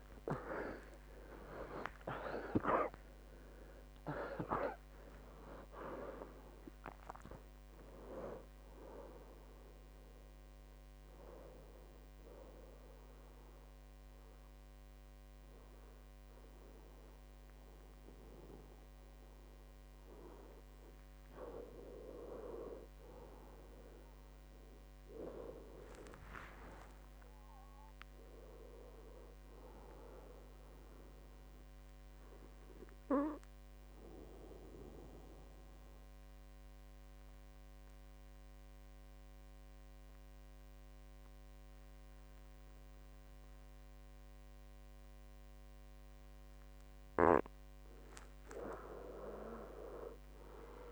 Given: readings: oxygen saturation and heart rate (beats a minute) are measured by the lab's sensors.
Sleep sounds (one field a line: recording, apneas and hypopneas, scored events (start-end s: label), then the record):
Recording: breathing in sleep by a microphone on the trachea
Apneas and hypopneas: none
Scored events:
0.00-1.50 s: arousal
0.00-28.50 s: oxygen desaturation (device-marked, oxygen 68% lowest, heart rate 52 extreme)
24.50-29.00 s: arousal
49.50-50.92 s: arousal
From the record:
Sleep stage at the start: N2 (light sleep)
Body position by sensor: on the back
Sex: male